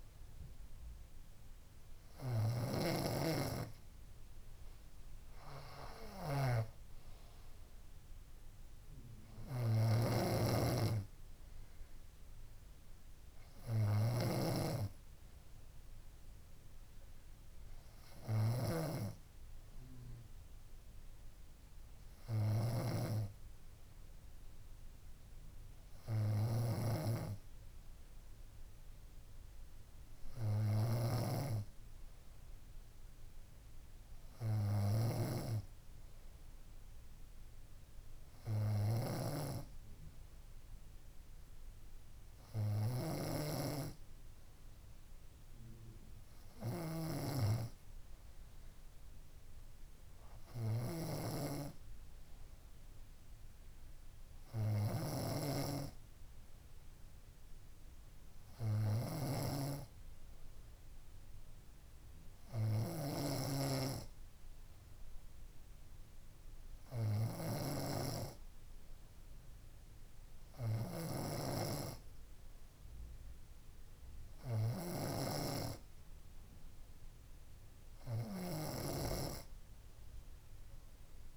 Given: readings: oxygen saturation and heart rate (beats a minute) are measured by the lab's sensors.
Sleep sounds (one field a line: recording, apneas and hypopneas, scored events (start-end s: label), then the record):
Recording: breathing in sleep by a room microphone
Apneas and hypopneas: none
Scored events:
0.00-31.50 s: snoring (device-marked)
39.00-68.00 s: snoring (device-marked)
75.00-81.37 s: snoring (device-marked)
From the record:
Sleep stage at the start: N3 (deep sleep)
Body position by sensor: on the front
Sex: female